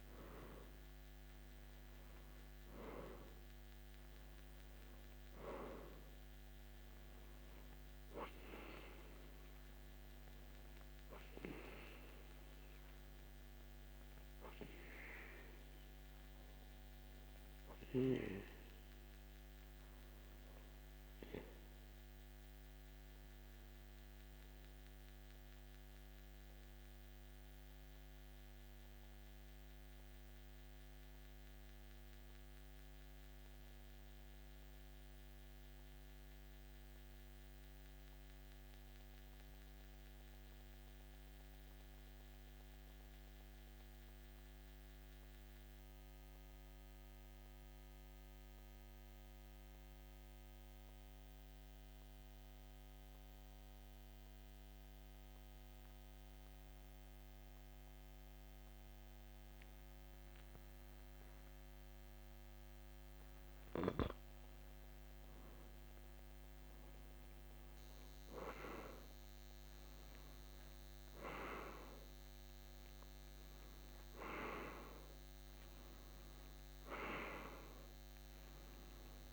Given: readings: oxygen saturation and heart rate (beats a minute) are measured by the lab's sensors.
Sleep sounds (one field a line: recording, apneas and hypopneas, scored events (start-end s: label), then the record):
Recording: breathing in sleep by a microphone on the trachea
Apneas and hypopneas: 1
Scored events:
24.00-63.00 s: mixed apnea (oxygen 94% before, 87% lowest, heart rate 58 before, 50 extreme, up 3 after)
26.00-60.00 s: oxygen desaturation (device-marked, oxygen 93% before, 87% lowest, heart rate 58 before, 50 extreme)
64.50-68.00 s: arousal
From the record:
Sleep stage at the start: N2 (light sleep)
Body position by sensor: on the back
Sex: male